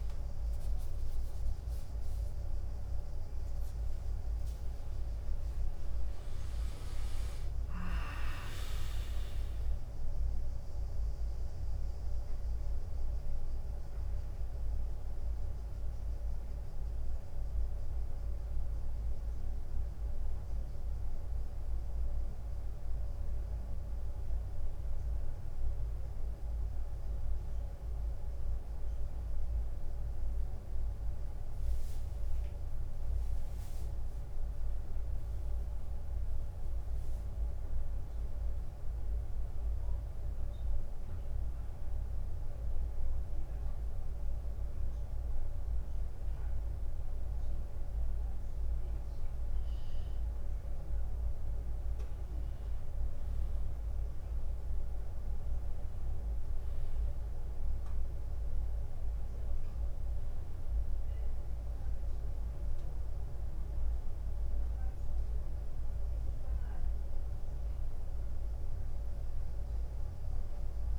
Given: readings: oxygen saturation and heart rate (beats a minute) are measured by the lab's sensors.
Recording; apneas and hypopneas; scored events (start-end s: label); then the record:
breathing in sleep, hard to hear, by a room microphone; 2
0.00-3.50 s: arousal
0.00-18.50 s: drop in pulse transit time (device-marked, heart rate 89 extreme)
0.50-13.50 s: oxygen desaturation (device-marked, oxygen 94% before, 91% lowest, heart rate 92 before, 89 extreme)
12.00-22.50 s: hypopnea (oxygen 96% before, 91% lowest, heart rate 94 before, 89 extreme, up 1 after)
26.00-30.50 s: arousal
28.50-70.99 s: new sleep stage, N2 (light sleep)
39.00-49.00 s: hypopnea (oxygen 97% before, 92% lowest, heart rate 90 before, 88 extreme, up 0 after)
50.50-70.99 s: oxygen desaturation (device-marked, oxygen 98% before, 92% lowest, heart rate 91 before, 83 extreme)
54.50-59.50 s: arousal
From the record:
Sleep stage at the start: N1 (lightest sleep); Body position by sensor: on the right side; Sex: male